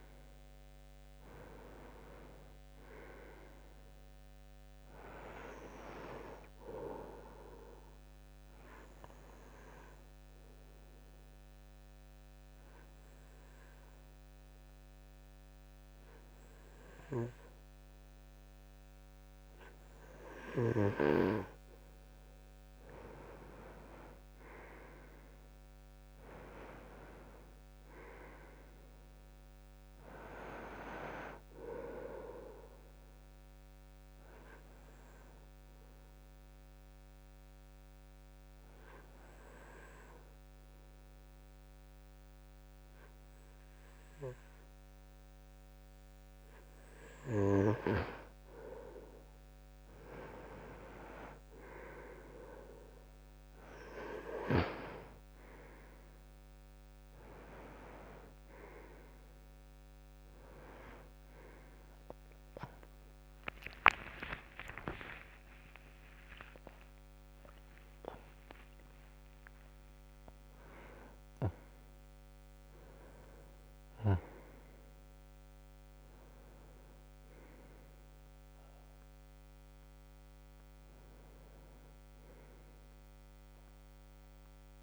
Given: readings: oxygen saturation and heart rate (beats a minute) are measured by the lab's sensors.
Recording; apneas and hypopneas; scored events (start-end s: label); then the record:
breathing in sleep by a microphone on the trachea; 2
0.00-2.50 s: arousal
7.00-18.50 s: obstructive apnea (oxygen 96% before, 93% lowest, heart rate 75 before, 70 extreme, up 10 after)
21.00-25.50 s: arousal
33.50-46.00 s: obstructive apnea (oxygen 96% before, 93% lowest, heart rate 76 before, 70 extreme, up 9 after)
62.00-67.50 s: arousal
From the record:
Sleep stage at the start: N2 (light sleep); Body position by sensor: on the back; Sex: male